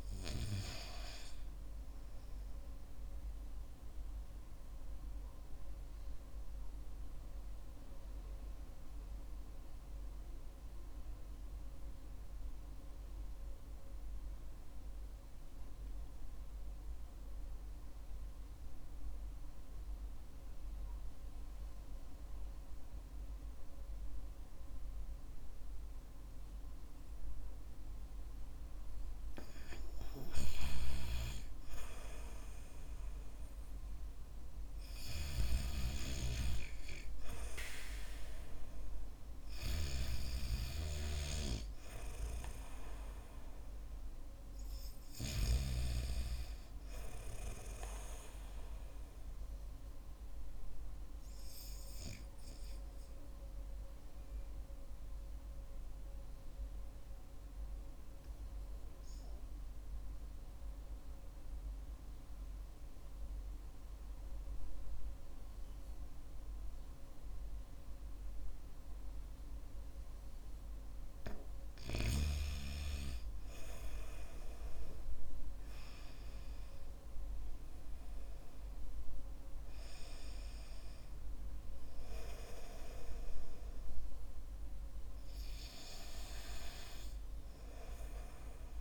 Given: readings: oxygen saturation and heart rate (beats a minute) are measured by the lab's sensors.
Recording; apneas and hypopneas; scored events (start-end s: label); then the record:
breathing in sleep by a room microphone; 2
4.50-28.00 s: central apnea (oxygen 96% before, 91% lowest, heart rate 65 before, 54 extreme, up 0 after)
30.50-33.50 s: arousal
34.50-46.50 s: oxygen desaturation (device-marked, oxygen 98% before, 93% lowest, heart rate 64 before, 50 extreme)
52.50-71.50 s: oxygen desaturation (device-marked, oxygen 94% before, 91% lowest, heart rate 59 before, 51 extreme)
54.00-70.50 s: central apnea (oxygen 98% before, 91% lowest, heart rate 58 before, 54 extreme, up 8 after)
73.00-77.00 s: arousal
From the record:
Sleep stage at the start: N2 (light sleep); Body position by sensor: on the back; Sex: male